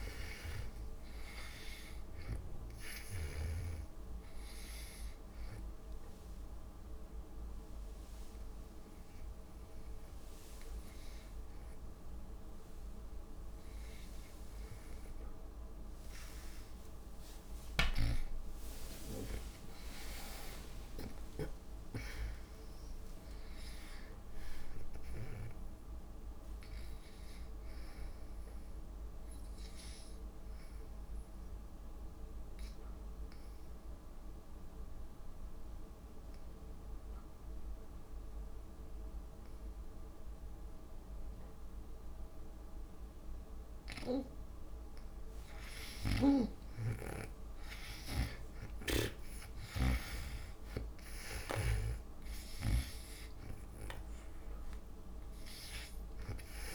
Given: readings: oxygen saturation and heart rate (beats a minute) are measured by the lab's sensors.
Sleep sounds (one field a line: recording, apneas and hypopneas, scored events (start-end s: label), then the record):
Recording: breathing in sleep by a room microphone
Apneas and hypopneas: 2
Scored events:
0.00-14.50 s: oxygen desaturation (device-marked, oxygen 82% lowest)
4.50-18.00 s: hypopnea (oxygen 97% before, 82% lowest)
20.50-24.50 s: arousal
31.50-45.50 s: obstructive apnea (oxygen 99% before, 79% lowest)
46.00-53.50 s: snoring (device-marked)
46.50-50.50 s: oxygen desaturation (device-marked, oxygen 97% before, 94% lowest)
48.00-51.50 s: arousal
From the record:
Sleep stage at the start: N2 (light sleep)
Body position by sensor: on the back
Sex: female